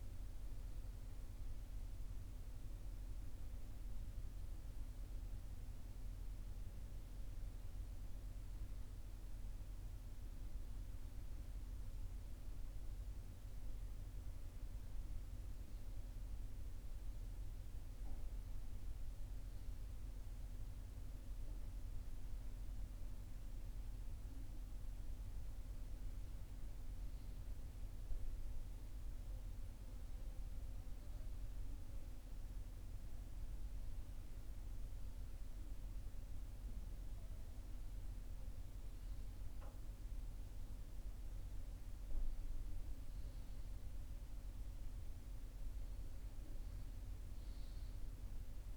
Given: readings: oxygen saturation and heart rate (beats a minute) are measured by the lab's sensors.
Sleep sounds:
breathing in sleep, hard to hear, by a room microphone; none
none scored
From the record:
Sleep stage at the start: N1 (lightest sleep); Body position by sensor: on the right side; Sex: male

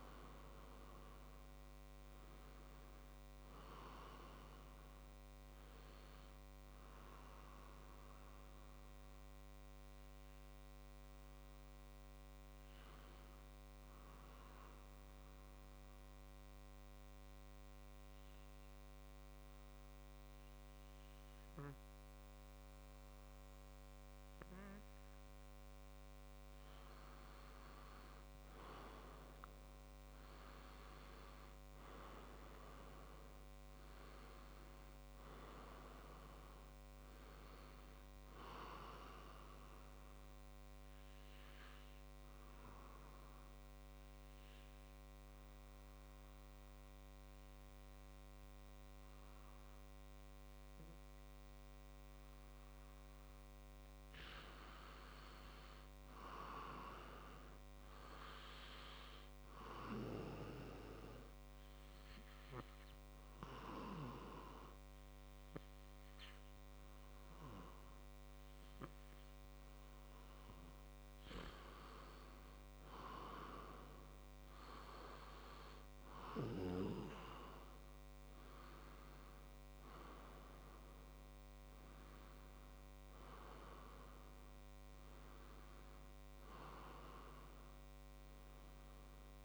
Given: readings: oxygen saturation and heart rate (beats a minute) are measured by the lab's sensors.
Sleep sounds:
breathing in sleep by a microphone on the trachea; 3
12.50-26.50 s: obstructive apnea (oxygen 98% before, 93% lowest, heart rate 59 before, 58 extreme, up 3 after)
24.50-45.50 s: oxygen desaturation (device-marked, oxygen 98% before, 93% lowest, heart rate 58 before, 58 extreme)
28.00-32.00 s: arousal
40.50-53.50 s: obstructive apnea (oxygen 98% before, 94% lowest, heart rate 60 before, 59 extreme, up 6 after)
55.50-58.00 s: arousal
57.50-69.50 s: oxygen desaturation (device-marked, oxygen 97% before, 94% lowest, heart rate 60 before, 57 extreme)
61.50-72.00 s: obstructive apnea (oxygen 97% before, 94% lowest, heart rate 61 before, 57 extreme, up 6 after)
78.50-82.00 s: arousal
From the record:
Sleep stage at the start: N2 (light sleep); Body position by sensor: on the back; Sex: male

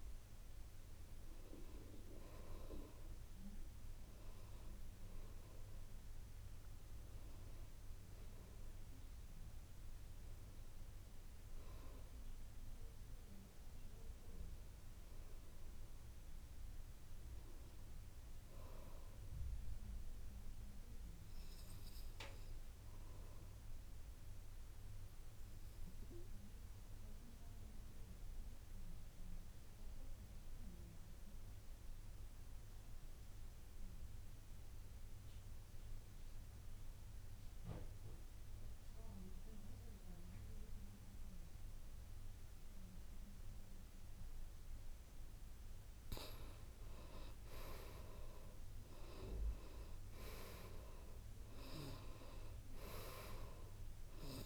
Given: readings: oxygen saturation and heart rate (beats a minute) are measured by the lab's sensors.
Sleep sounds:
breathing in sleep by a room microphone; 1
0.00-14.50 s: oxygen desaturation (device-marked, oxygen 75% lowest, heart rate 47 extreme)
16.00-20.00 s: arousal
17.50-19.50 s: long interval between heartbeats (device-marked, heart rate 62 before, 58 extreme)
26.00-45.50 s: obstructive apnea (oxygen 99% before, 84% lowest, heart rate 56 before, 52 extreme, up 13 after)
39.50-54.46 s: oxygen desaturation (device-marked, oxygen 98% before, 84% lowest, heart rate 52 before, 54 extreme)
47.50-51.00 s: arousal
From the record:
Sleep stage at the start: N2 (light sleep); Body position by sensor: on the back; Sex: male

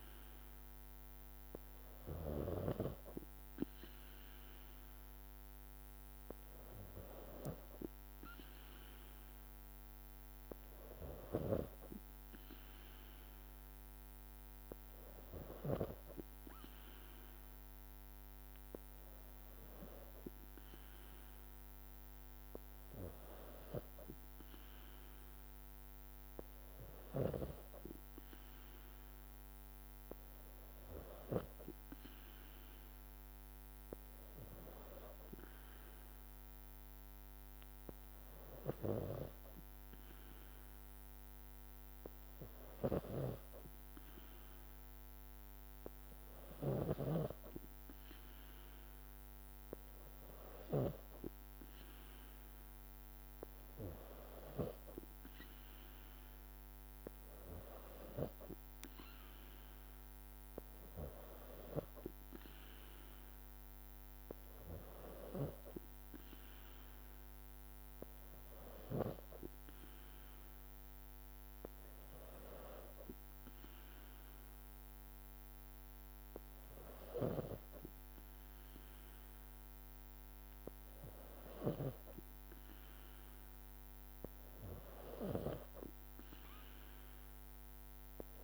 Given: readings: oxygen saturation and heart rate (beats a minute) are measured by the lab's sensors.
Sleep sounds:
breathing in sleep by a microphone on the trachea; none
43.00-51.00 s: snoring (device-marked)
66.50-68.50 s: long interval between heartbeats (device-marked, heart rate 57 before, 67 extreme)
From the record:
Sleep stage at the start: N3 (deep sleep); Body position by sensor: on the back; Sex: female

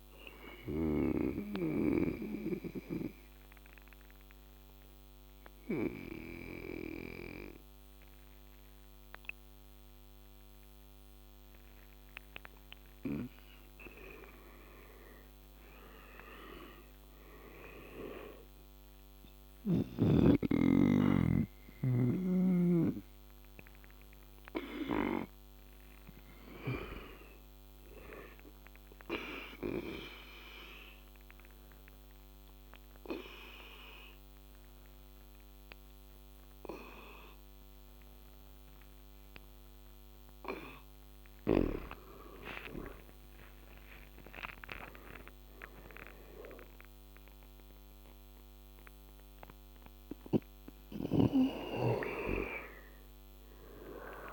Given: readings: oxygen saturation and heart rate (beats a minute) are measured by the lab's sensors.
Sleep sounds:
breathing in sleep by a microphone on the trachea; 2
1.00-12.00 s: obstructive apnea (oxygen 99% before, 91% lowest, heart rate 103 before, 67 extreme, up 17 after)
10.00-38.00 s: oxygen desaturation (device-marked, oxygen 100% before, 93% lowest, heart rate 82 before, 70 extreme)
29.00-41.00 s: obstructive apnea (oxygen 100% before, 88% lowest, heart rate 78 before, 69 extreme, up 18 after)
42.00-45.50 s: arousal
45.00-54.33 s: oxygen desaturation (device-marked, oxygen 98% before, 91% lowest, heart rate 76 before, 69 extreme)
From the record:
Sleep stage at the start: N2 (light sleep); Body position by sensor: on the back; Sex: male

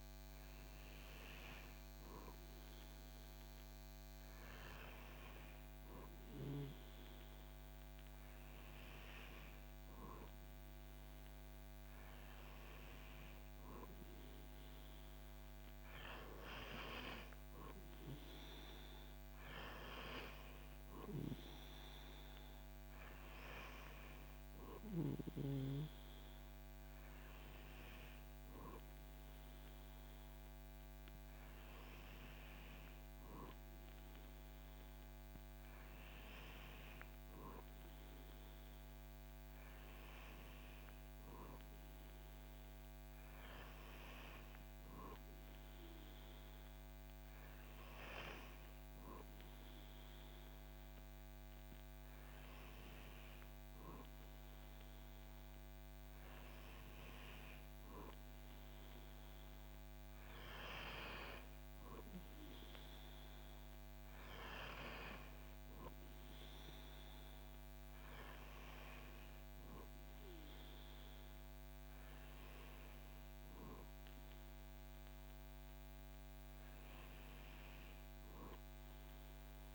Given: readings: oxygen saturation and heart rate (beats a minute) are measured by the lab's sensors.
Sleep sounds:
breathing in sleep by a microphone on the trachea; none
none scored
From the record:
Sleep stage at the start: N2 (light sleep); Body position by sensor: on the back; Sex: male

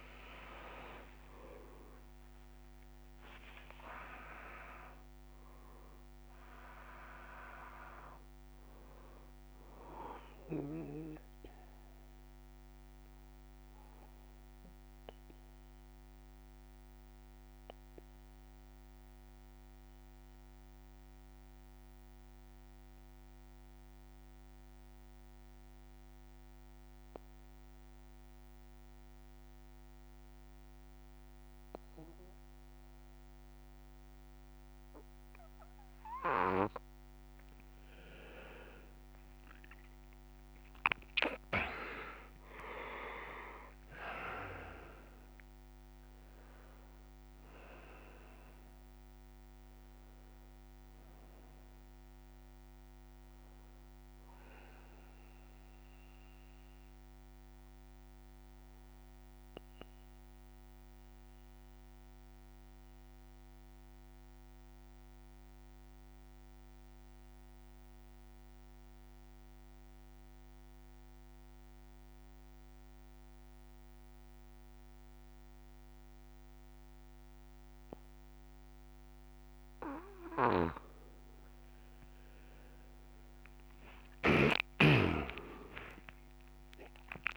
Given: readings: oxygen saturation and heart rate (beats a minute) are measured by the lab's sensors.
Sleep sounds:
breathing in sleep by a microphone on the trachea; 2
0.00-9.00 s: oxygen desaturation (device-marked, oxygen 94% lowest)
12.00-37.00 s: mixed apnea (oxygen 99% before, 91% lowest)
40.00-69.00 s: oxygen desaturation (device-marked, oxygen 100% before, 91% lowest)
57.00-81.50 s: mixed apnea (oxygen 100% before, 91% lowest)
80.50-84.50 s: snoring (device-marked)
85.00-87.36 s: oxygen desaturation (device-marked, oxygen 100% before, 93% lowest)
From the record:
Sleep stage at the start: N1 (lightest sleep); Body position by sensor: on the back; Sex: male

